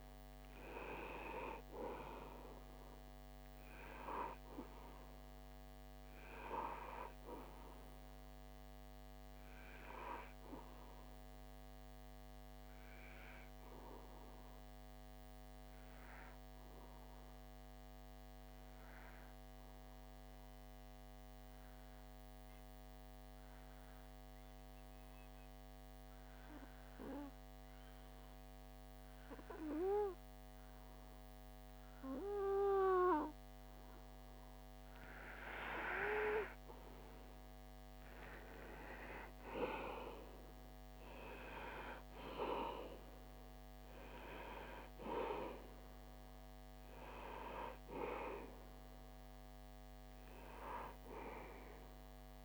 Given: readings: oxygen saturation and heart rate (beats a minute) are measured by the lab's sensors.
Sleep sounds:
breathing in sleep by a microphone on the trachea; 1
0.00-17.00 s: oxygen desaturation (device-marked, oxygen 92% lowest)
13.50-33.50 s: obstructive apnea (oxygen 96% before, 92% lowest)
35.00-52.45 s: oxygen desaturation (device-marked, oxygen 96% before, 92% lowest)
37.00-41.00 s: arousal
From the record:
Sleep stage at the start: N2 (light sleep); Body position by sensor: on the back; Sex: male

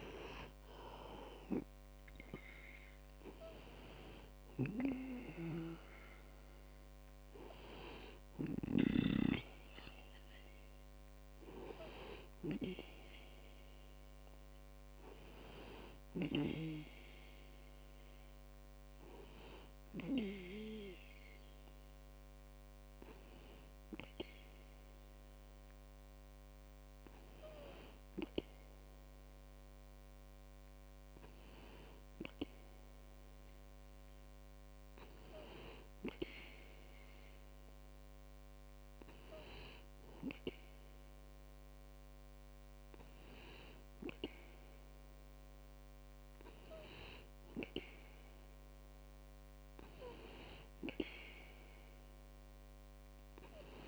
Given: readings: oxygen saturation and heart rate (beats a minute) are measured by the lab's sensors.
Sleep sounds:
breathing in sleep by a microphone on the trachea; none
none scored
From the record:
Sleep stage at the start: N2 (light sleep); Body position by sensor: on the back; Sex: male

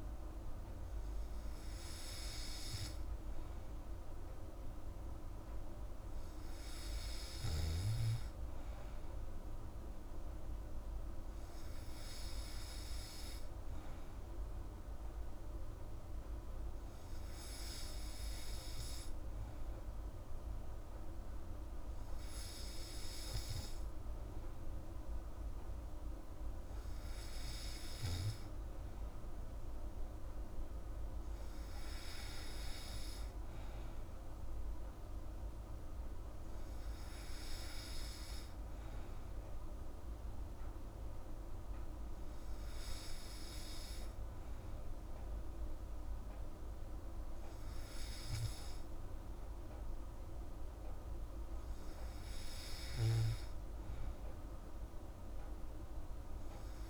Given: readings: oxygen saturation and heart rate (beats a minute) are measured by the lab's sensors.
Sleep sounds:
breathing in sleep, hard to hear, by a room microphone; none
33.50-56.90 s: new sleep stage, N3 (deep sleep)
From the record:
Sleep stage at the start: N2 (light sleep); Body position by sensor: on the back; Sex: female

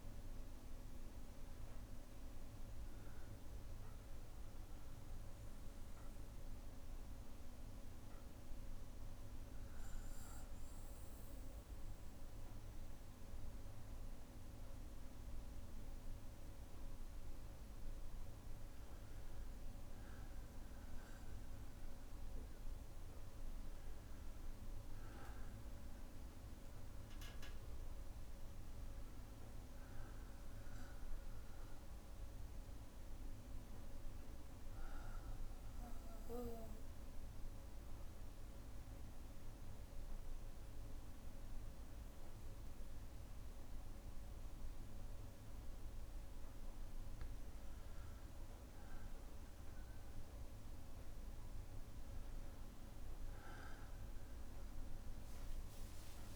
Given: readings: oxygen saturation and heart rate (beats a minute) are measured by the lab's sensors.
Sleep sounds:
breathing in sleep, hard to hear, by a room microphone; 2
9.00-19.00 s: obstructive apnea (oxygen 98% before, 96% lowest, heart rate 64 before, 60 extreme, up 1 after)
21.00-24.50 s: arousal
36.00-47.50 s: obstructive apnea (oxygen 98% before, 95% lowest, heart rate 61 before, 60 extreme, up 1 after)
54.50-56.36 s: arousal
From the record:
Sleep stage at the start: N1 (lightest sleep); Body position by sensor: on the back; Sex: male

